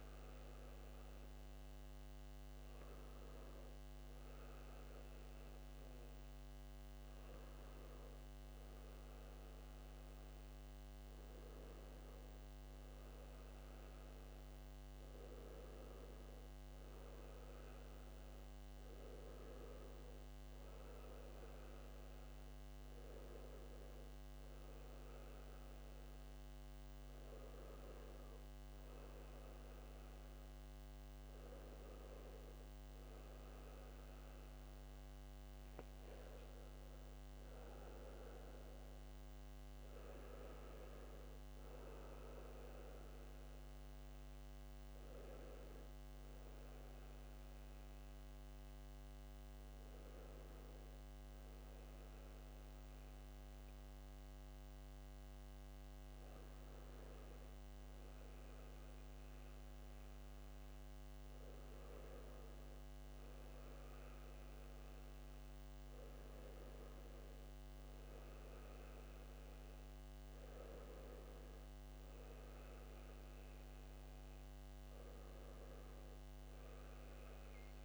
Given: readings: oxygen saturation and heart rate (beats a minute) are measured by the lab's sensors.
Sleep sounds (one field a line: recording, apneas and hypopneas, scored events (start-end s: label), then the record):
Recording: breathing in sleep, hard to hear, by a microphone on the trachea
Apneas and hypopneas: none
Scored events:
none scored
From the record:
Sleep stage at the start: N2 (light sleep)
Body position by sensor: on the back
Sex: male